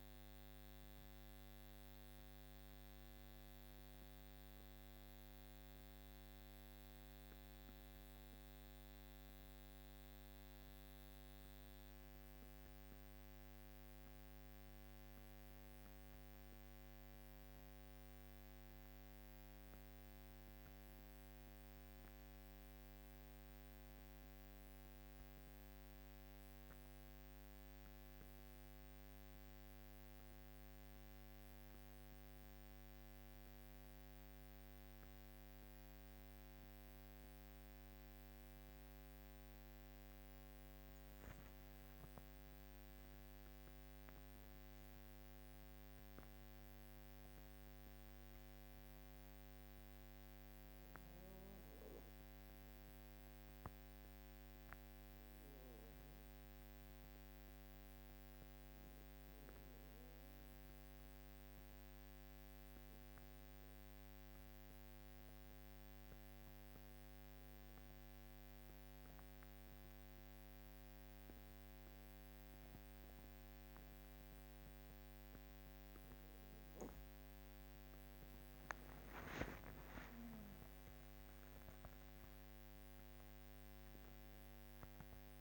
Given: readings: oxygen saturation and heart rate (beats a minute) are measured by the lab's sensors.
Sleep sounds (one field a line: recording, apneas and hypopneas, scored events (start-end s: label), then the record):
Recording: breathing in sleep, hard to hear, by a microphone on the trachea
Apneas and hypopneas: 2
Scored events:
23.50-40.00 s: hypopnea (oxygen 96% before, 92% lowest, heart rate 51 before, 47 extreme, up 7 after)
39.50-51.50 s: drop in pulse transit time (device-marked, heart rate 51 before, 49 extreme)
43.00-47.00 s: arousal
58.00-76.00 s: obstructive apnea (oxygen 95% before, 92% lowest, heart rate 52 before, 46 extreme, up 11 after)
75.50-85.41 s: drop in pulse transit time (device-marked, heart rate 50 before, 51 extreme)
78.50-84.00 s: arousal
From the record:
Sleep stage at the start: N2 (light sleep)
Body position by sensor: on the back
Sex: female